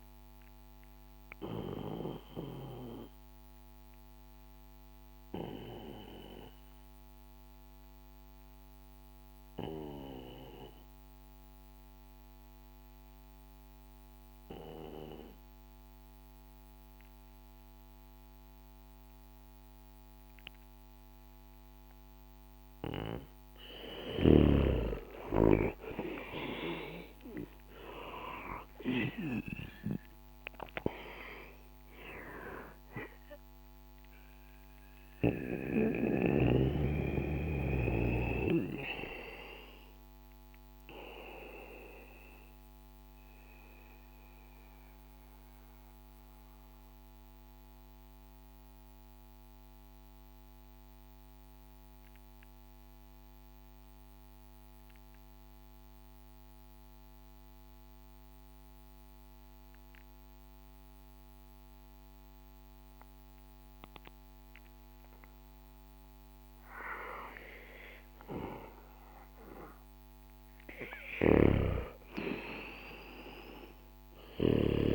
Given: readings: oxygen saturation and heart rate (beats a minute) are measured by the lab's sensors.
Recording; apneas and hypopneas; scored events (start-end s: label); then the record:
breathing in sleep by a microphone on the trachea; 2
0.50-22.50 s: obstructive apnea (oxygen 97% before, 91% lowest, heart rate 66 before, 58 extreme, up 9 after)
4.00-17.00 s: oxygen desaturation (device-marked, oxygen 96% before, 93% lowest, heart rate 66 before, 58 extreme)
25.00-29.00 s: arousal
29.00-54.00 s: oxygen desaturation (device-marked, oxygen 97% before, 91% lowest, heart rate 64 before, 58 extreme)
40.00-64.00 s: mixed apnea (oxygen 97% before, 91% lowest, heart rate 67 before, 60 extreme, up 7 after)
66.00-70.00 s: arousal
70.50-74.50 s: snoring (device-marked)
71.00-74.95 s: oxygen desaturation (device-marked, oxygen 98% before, 91% lowest, heart rate 62 before, 63 extreme)
From the record:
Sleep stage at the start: N2 (light sleep); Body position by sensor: on the back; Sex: male